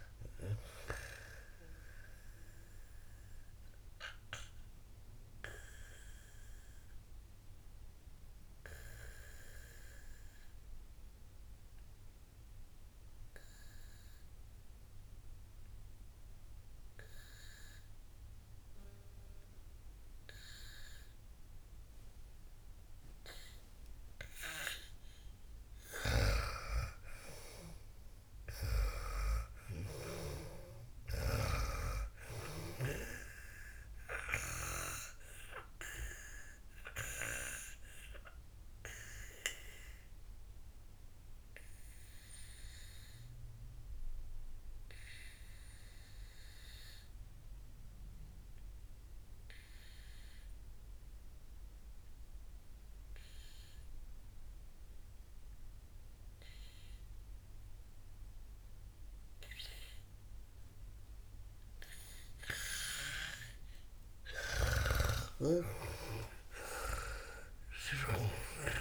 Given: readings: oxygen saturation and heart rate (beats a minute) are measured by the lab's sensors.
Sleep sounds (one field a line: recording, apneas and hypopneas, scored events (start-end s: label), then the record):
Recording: breathing in sleep by a room microphone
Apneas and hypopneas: 2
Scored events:
0.00-20.50 s: oxygen desaturation (device-marked, oxygen 90% lowest, heart rate 58 extreme)
3.50-25.50 s: obstructive apnea (oxygen 98% before, 90% lowest, heart rate 95 before, 58 extreme, up 50 after)
26.50-33.50 s: snoring (device-marked)
27.00-31.00 s: arousal
33.50-51.50 s: oxygen desaturation (device-marked, oxygen 99% before, 94% lowest, heart rate 83 before, 58 extreme)
34.00-64.00 s: obstructive apnea (oxygen 99% before, 90% lowest, heart rate 83 before, 55 extreme, up 25 after)
63.50-68.81 s: oxygen desaturation (device-marked, oxygen 98% before, 90% lowest, heart rate 73 before, 55 extreme)
65.00-68.81 s: snoring (device-marked)
65.50-68.81 s: arousal
From the record:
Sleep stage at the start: N2 (light sleep)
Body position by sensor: on the back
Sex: female